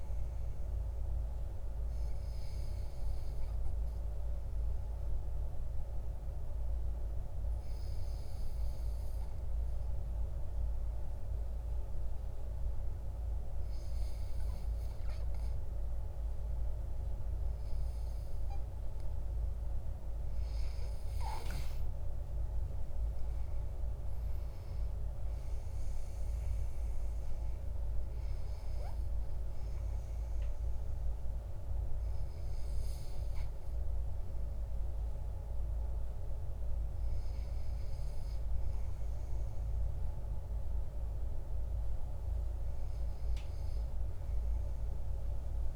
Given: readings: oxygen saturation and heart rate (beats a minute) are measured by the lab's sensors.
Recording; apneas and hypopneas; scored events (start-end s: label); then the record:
breathing in sleep, hard to hear, by a room microphone; 1
2.00-18.00 s: obstructive apnea (oxygen 98% before, 94% lowest, heart rate 51 before, 45 extreme, up 9 after)
20.50-24.00 s: arousal
From the record:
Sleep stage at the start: N2 (light sleep); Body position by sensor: on the back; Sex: male